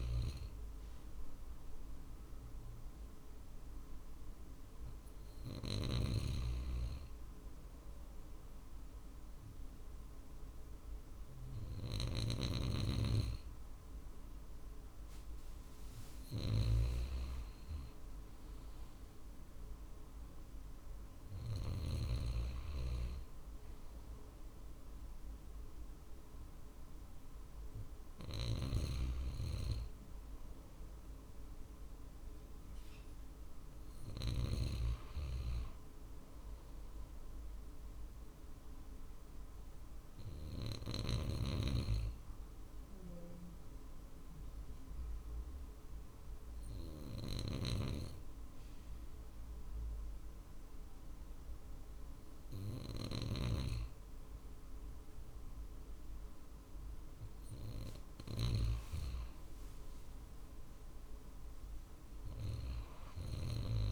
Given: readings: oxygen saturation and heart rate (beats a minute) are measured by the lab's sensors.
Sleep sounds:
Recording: breathing in sleep by a room microphone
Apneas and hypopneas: 1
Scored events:
11.50-16.00 s: snoring (device-marked)
20.00-33.00 s: drop in pulse transit time (device-marked, heart rate 50 before, 49 extreme)
28.00-34.00 s: snoring (device-marked)
34.50-38.50 s: arousal
41.50-53.00 s: obstructive apnea (oxygen 95% before, 94% lowest, heart rate 50 before, 49 extreme, up 2 after)
46.50-53.00 s: snoring (device-marked)
56.00-59.00 s: arousal
61.00-63.92 s: drop in pulse transit time (device-marked, heart rate 50 before, 50 extreme)
62.50-63.92 s: snoring (device-marked)
From the record:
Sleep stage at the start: N2 (light sleep)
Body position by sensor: on the right side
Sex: male

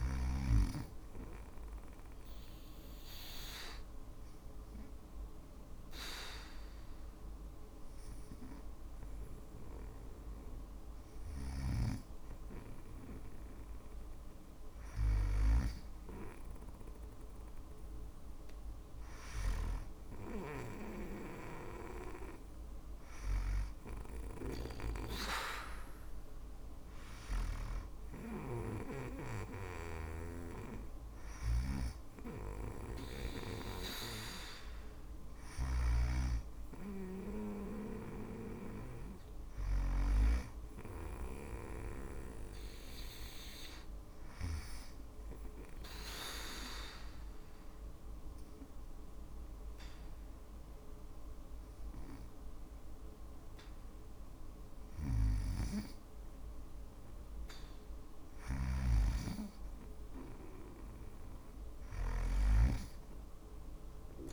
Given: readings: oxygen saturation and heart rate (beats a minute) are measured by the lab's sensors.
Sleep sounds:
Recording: breathing in sleep by a room microphone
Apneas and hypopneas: 2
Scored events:
1.50-11.50 s: obstructive apnea (oxygen 96% before, 94% lowest, heart rate 60 before, 56 extreme, up 2 after)
14.50-18.50 s: arousal
19.50-35.00 s: snoring (device-marked)
43.00-55.00 s: obstructive apnea (oxygen 96% before, 93% lowest, heart rate 59 before, 56 extreme, up 2 after)
From the record:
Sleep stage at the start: N2 (light sleep)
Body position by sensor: on the back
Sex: female

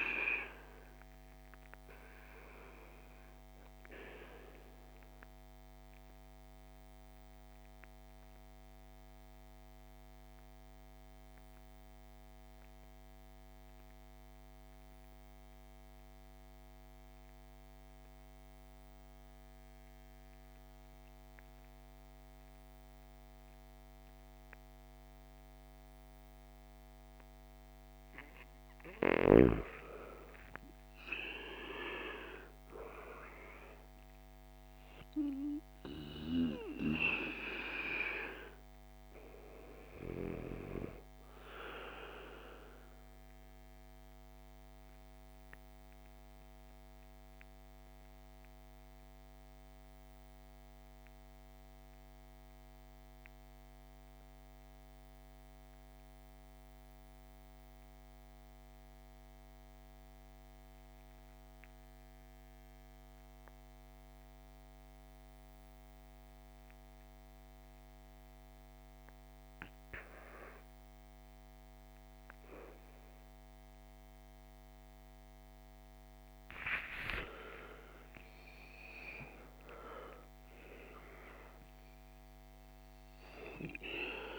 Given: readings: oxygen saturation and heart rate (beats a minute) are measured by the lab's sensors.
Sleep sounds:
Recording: breathing in sleep by a microphone on the trachea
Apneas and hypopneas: 2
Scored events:
0.00-23.50 s: oxygen desaturation (device-marked, oxygen 79% lowest, heart rate 53 extreme)
3.50-28.00 s: mixed apnea (oxygen 99% before, 79% lowest, heart rate 64 before, 52 extreme, up 16 after)
29.00-33.50 s: arousal
37.50-62.50 s: oxygen desaturation (device-marked, oxygen 99% before, 81% lowest, heart rate 61 before, 52 extreme)
43.50-75.50 s: mixed apnea (oxygen 99% before, 81% lowest, heart rate 64 before, 49 extreme, up 23 after)
68.50-84.39 s: oxygen desaturation (device-marked, oxygen 99% before, 81% lowest, heart rate 55 before, 49 extreme)
76.00-80.50 s: arousal
From the record:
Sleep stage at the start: REM sleep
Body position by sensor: on the right side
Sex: male

